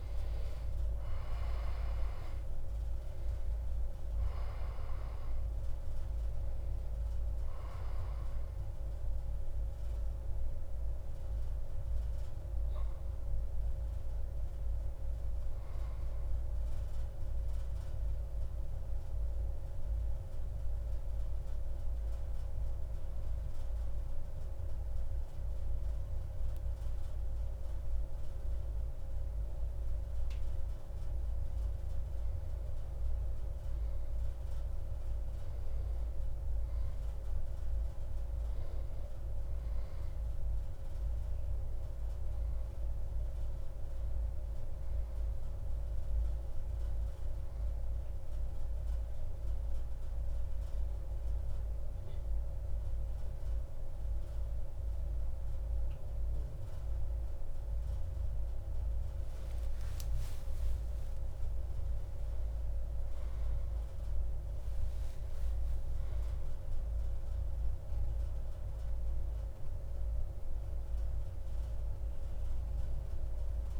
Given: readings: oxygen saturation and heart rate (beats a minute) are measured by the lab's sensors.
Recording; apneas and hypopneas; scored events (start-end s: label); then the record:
breathing in sleep, hard to hear, by a room microphone; 1
49.00-59.50 s: hypopnea (oxygen 97% before, 92% lowest)
61.00-65.00 s: arousal
From the record:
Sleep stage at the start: N1 (lightest sleep); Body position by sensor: on the back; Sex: male